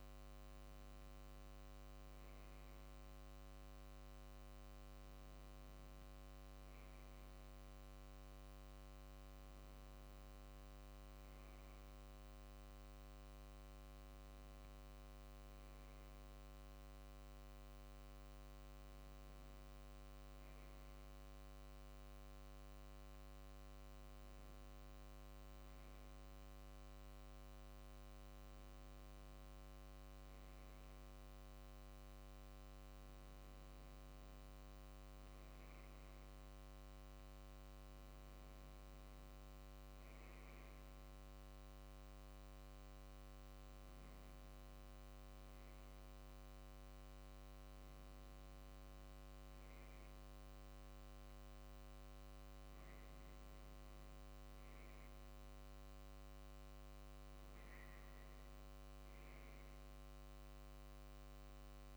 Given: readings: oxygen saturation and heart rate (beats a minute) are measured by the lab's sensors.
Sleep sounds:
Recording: breathing in sleep, hard to hear, by a microphone on the trachea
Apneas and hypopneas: none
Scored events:
0.00-21.00 s: oxygen desaturation (device-marked, oxygen 93% lowest, heart rate 48 extreme)
39.00-61.97 s: new sleep stage, N2 (light sleep)
From the record:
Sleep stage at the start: N1 (lightest sleep)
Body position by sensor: on the back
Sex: male

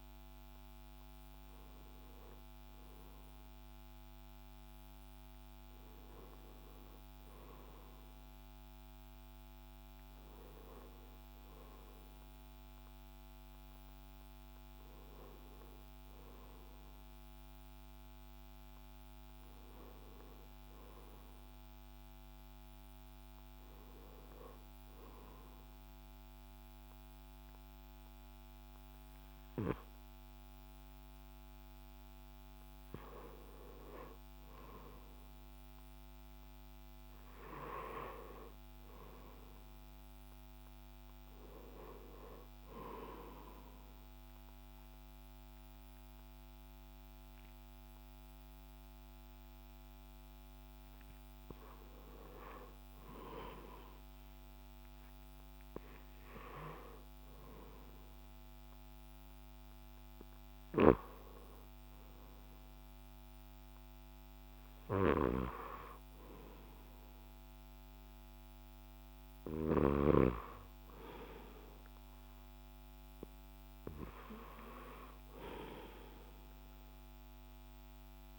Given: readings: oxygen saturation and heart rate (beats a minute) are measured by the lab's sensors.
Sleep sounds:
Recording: breathing in sleep by a microphone on the trachea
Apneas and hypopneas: 1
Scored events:
0.00-6.50 s: oxygen desaturation (device-marked, oxygen 88% lowest, heart rate 75 extreme)
23.50-78.39 s: new sleep stage, N2 (light sleep)
42.50-52.50 s: oxygen desaturation (device-marked, oxygen 92% before, 89% lowest, heart rate 76 before, 69 extreme)
43.00-53.00 s: central apnea (oxygen 94% before, 88% lowest, heart rate 76 before, 69 extreme, up 1 after)
54.00-59.00 s: arousal
64.50-71.50 s: oxygen desaturation (device-marked, oxygen 92% before, 89% lowest, heart rate 73 before, 70 extreme)
From the record:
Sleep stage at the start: N1 (lightest sleep)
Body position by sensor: on the left side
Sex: male

